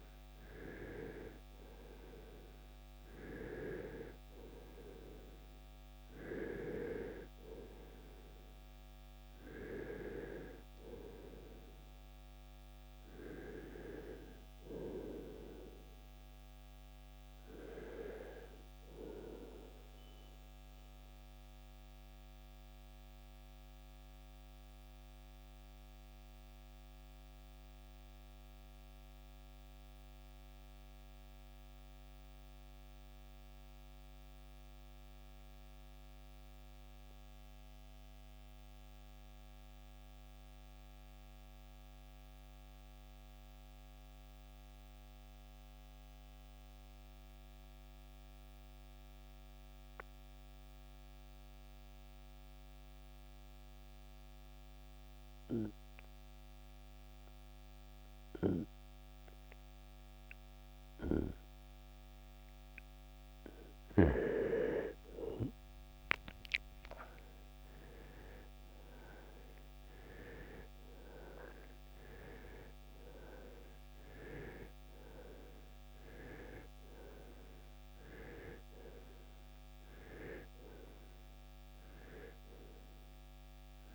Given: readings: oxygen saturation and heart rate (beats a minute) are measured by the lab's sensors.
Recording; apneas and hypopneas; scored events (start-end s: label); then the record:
breathing in sleep by a microphone on the trachea; 1
0.00-34.50 s: oxygen desaturation (device-marked, oxygen 82% lowest, heart rate 59 extreme)
21.00-61.50 s: mixed apnea (oxygen 96% before, 81% lowest, heart rate 81 before, 57 extreme, up 11 after)
64.00-68.50 s: arousal
68.50-83.95 s: oxygen desaturation (device-marked, oxygen 96% before, 81% lowest, heart rate 60 before, 48 extreme)
From the record:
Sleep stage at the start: REM sleep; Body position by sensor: on the right side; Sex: male